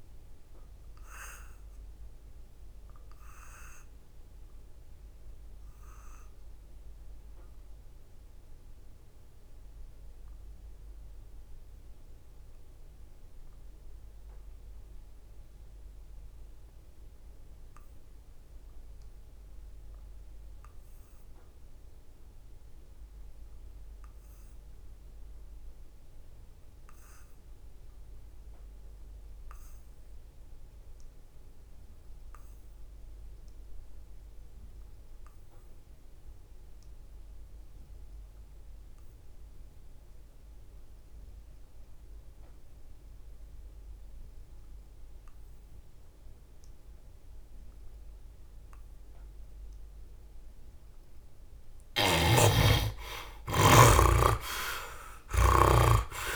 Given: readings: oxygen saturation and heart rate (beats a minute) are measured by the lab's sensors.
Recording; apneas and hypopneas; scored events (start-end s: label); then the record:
breathing in sleep by a room microphone; 1
0.50-19.50 s: oxygen desaturation (device-marked, oxygen 78% before, 61% lowest, heart rate 74 before, 62 extreme)
1.00-49.00 s: obstructive apnea (oxygen 85% before, 50% lowest, heart rate 74 before, 62 extreme, up 17 after)
32.50-56.36 s: oxygen desaturation (device-marked, oxygen 91% before, 50% lowest, heart rate 64 before, 69 extreme)
51.00-55.50 s: arousal
51.50-55.00 s: snoring (device-marked)
From the record:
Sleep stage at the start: N2 (light sleep); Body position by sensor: on the back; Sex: male